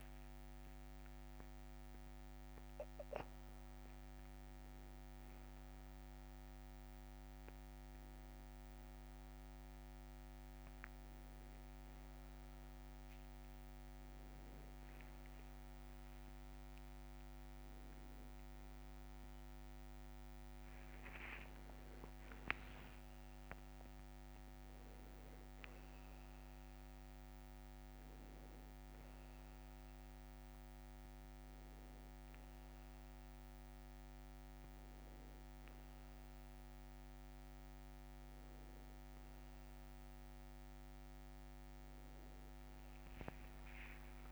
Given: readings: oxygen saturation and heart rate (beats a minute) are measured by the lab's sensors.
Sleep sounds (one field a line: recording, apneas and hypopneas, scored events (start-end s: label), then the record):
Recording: a person awake in a sleep study, hard to hear, by a microphone on the trachea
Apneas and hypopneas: none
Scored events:
0.00-4.00 s: tachycardia (device-marked, heart rate 108 extreme)
2.00-4.00 s: long interval between heartbeats (device-marked, heart rate 74 before, 107 extreme)
12.00-22.00 s: tachycardia (device-marked, heart rate 78 before, 147 extreme)
12.50-14.50 s: long interval between heartbeats (device-marked, heart rate 79 before, 88 extreme)
17.00-19.00 s: long interval between heartbeats (device-marked, heart rate 86 before, 126 extreme)
22.00-24.00 s: long interval between heartbeats (device-marked, heart rate 102 before, 130 extreme)
42.00-44.32 s: tachycardia (device-marked, heart rate 78 before, 209 extreme)
From the record:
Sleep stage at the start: awake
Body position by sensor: on the back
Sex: male